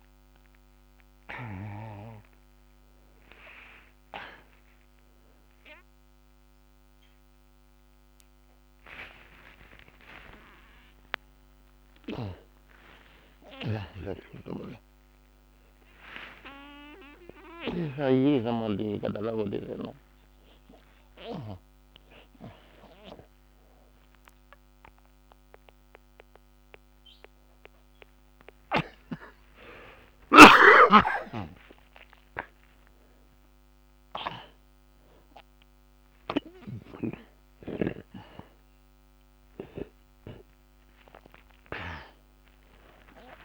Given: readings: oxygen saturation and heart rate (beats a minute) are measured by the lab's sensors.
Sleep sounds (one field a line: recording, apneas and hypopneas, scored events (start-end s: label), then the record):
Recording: a person partly awake in a sleep study, by a microphone on the trachea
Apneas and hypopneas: none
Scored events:
10.50-21.50 s: oxygen desaturation (device-marked, oxygen 96% before, 81% lowest)
25.50-43.45 s: new sleep stage, awake
27.50-43.45 s: oxygen desaturation (device-marked, oxygen 92% before, 88% lowest, heart rate 120 before, 27 extreme)
From the record:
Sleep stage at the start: N1 (lightest sleep)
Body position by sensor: on the back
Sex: male